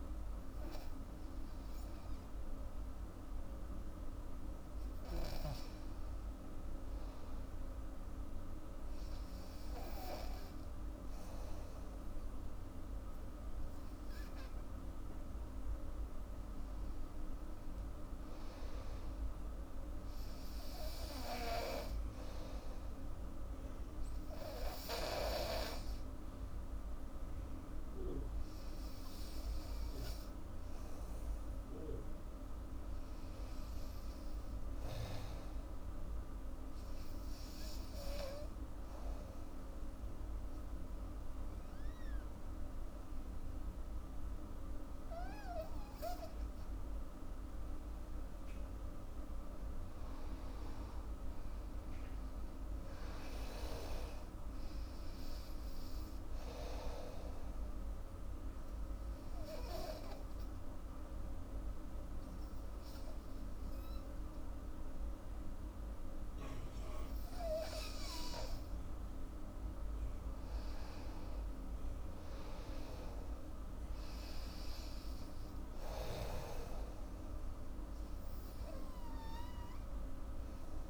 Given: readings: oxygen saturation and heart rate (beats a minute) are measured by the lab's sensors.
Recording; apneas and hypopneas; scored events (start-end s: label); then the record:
breathing in sleep by a room microphone; 3
7.00-18.00 s: hypopnea (oxygen 99% before, 89% lowest, heart rate 81 before, 76 extreme, up 8 after)
19.50-22.50 s: arousal
36.00-47.00 s: obstructive apnea (oxygen 97% before, 89% lowest, heart rate 81 before, 75 extreme, up 7 after)
48.50-52.00 s: arousal
52.00-68.00 s: oxygen desaturation (device-marked, oxygen 96% before, 89% lowest, heart rate 84 before, 75 extreme)
58.00-69.00 s: obstructive apnea (oxygen 97% before, 89% lowest, heart rate 85 before, 78 extreme, up 13 after)
70.50-74.00 s: arousal
77.00-80.90 s: oxygen desaturation (device-marked, oxygen 98% before, 91% lowest, heart rate 81 before, 78 extreme)
From the record:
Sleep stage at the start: N2 (light sleep); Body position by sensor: on the back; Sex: female